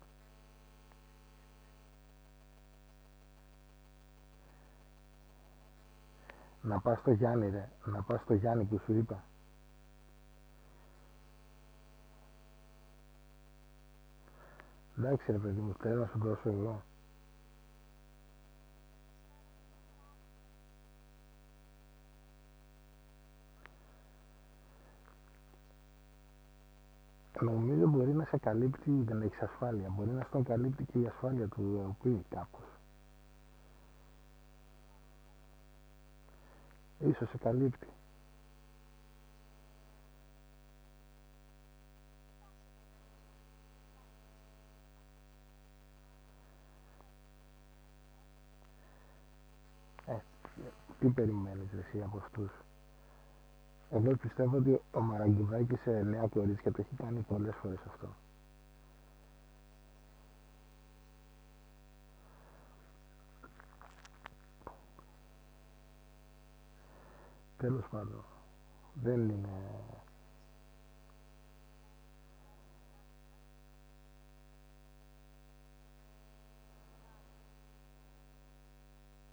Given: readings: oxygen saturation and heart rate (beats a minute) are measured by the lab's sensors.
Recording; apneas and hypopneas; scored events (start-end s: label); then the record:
a person awake in a sleep study, by a microphone on the trachea; none
15.00-79.33 s: new sleep stage, awake
From the record:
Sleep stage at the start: N2 (light sleep); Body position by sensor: on the back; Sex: male